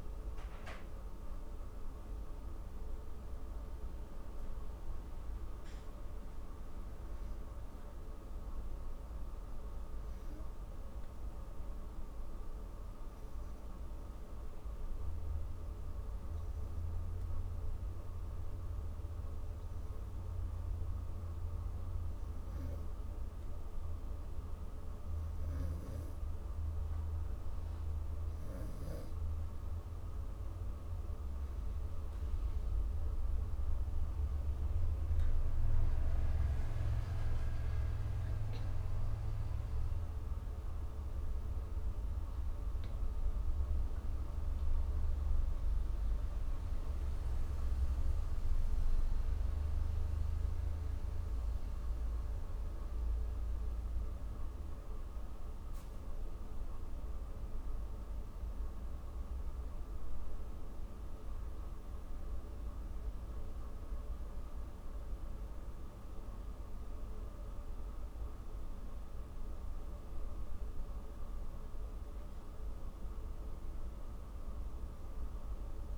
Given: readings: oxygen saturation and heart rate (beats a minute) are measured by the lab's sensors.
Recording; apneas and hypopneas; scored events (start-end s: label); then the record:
breathing in sleep, hard to hear, by a room microphone; 1
5.50-29.00 s: obstructive apnea (oxygen 94% before, 88% lowest)
30.50-33.50 s: arousal
38.00-66.00 s: oxygen desaturation (device-marked, oxygen 93% before, 88% lowest)
From the record:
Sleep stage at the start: N2 (light sleep); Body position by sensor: on the back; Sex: female